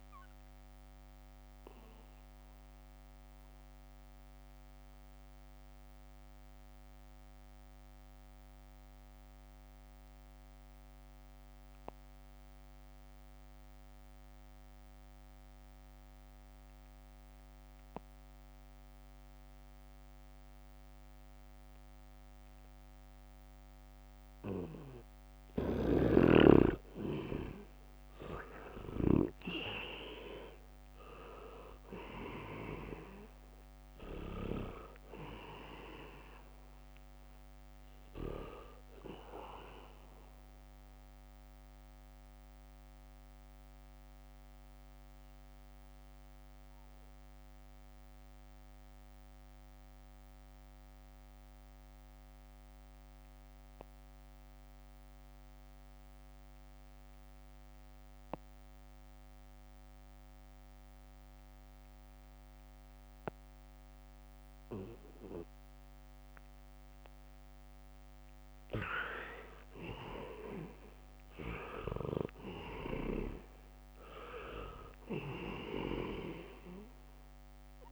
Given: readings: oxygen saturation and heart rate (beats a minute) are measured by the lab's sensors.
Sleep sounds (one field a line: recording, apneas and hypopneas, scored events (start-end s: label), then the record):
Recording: breathing in sleep by a microphone on the trachea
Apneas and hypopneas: 2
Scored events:
0.00-2.00 s: leg movement (device-marked)
0.00-15.00 s: oxygen desaturation (device-marked, oxygen 78% lowest, heart rate 66 extreme)
1.00-25.50 s: mixed apnea (oxygen 98% before, 77% lowest, heart rate 68 before, 66 extreme, up 5 after)
22.00-23.50 s: leg movement (device-marked)
26.00-29.50 s: snoring (device-marked)
27.50-31.50 s: arousal
28.00-55.00 s: oxygen desaturation (device-marked, oxygen 98% before, 77% lowest, heart rate 69 before, 62 extreme)
43.00-66.50 s: obstructive apnea (oxygen 98% before, 77% lowest, heart rate 71 before, 62 extreme, up 1 after)
65.00-77.92 s: oxygen desaturation (device-marked, oxygen 99% before, 78% lowest, heart rate 73 before, 63 extreme)
68.50-76.00 s: leg movement (device-marked)
70.50-74.50 s: arousal
From the record:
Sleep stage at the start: N2 (light sleep)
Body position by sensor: on the back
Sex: male